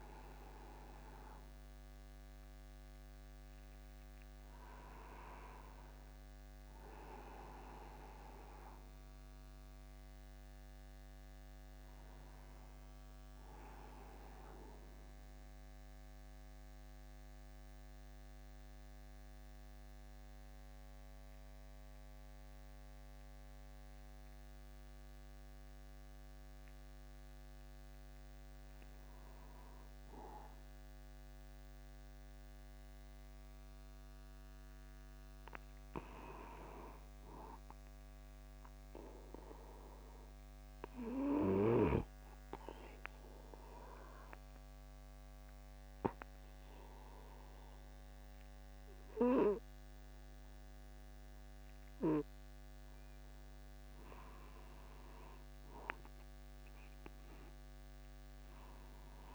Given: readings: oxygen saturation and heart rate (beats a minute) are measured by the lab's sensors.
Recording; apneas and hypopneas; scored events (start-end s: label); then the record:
breathing in sleep by a microphone on the trachea; 2
9.50-13.00 s: arousal
15.00-27.50 s: obstructive apnea (oxygen 97% before, 94% lowest, heart rate 51 before, 49 extreme, up 1 after)
30.00-34.00 s: arousal
42.00-53.50 s: obstructive apnea (oxygen 98% before, 94% lowest, heart rate 49 before, 49 extreme, up 0 after)
56.00-59.35 s: arousal
From the record:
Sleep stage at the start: N2 (light sleep); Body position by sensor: upright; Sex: male